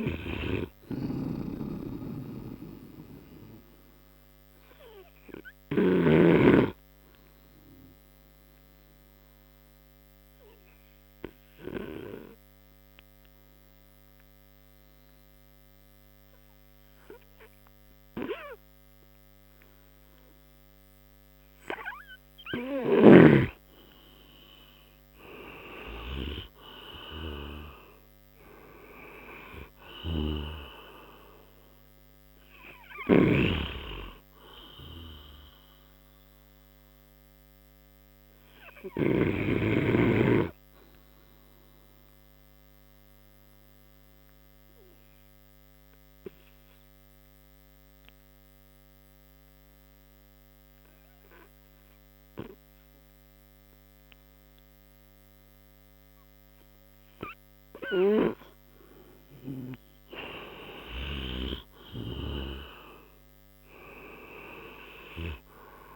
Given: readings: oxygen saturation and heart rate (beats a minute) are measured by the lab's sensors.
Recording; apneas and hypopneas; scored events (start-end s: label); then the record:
breathing in sleep by a microphone on the trachea; 2
0.00-7.00 s: oxygen desaturation (device-marked, oxygen 93% lowest)
4.00-23.00 s: obstructive apnea (oxygen 98% before, 91% lowest)
9.00-19.00 s: oxygen desaturation (device-marked, oxygen 97% before, 92% lowest)
26.00-29.00 s: arousal
31.00-42.00 s: oxygen desaturation (device-marked, oxygen 97% before, 92% lowest)
36.50-58.50 s: obstructive apnea (oxygen 97% before, 91% lowest)
61.50-64.50 s: arousal
From the record:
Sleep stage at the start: N2 (light sleep); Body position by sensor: on the right side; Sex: male